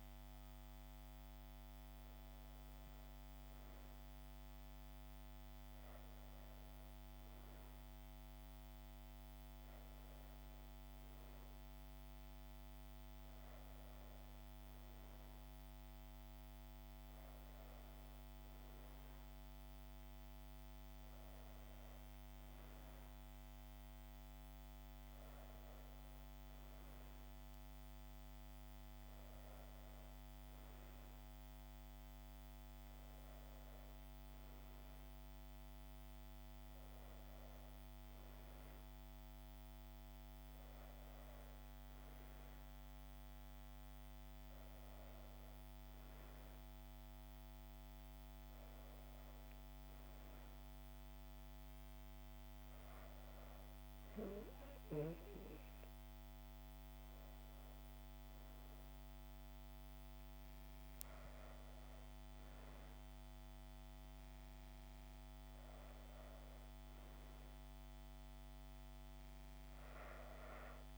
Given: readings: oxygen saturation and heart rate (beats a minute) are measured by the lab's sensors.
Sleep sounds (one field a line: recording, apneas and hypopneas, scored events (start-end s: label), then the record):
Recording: breathing in sleep, hard to hear, by a microphone on the trachea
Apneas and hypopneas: none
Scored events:
46.00-70.98 s: new sleep stage, N2 (light sleep)
From the record:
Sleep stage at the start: N1 (lightest sleep)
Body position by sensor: on the back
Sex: female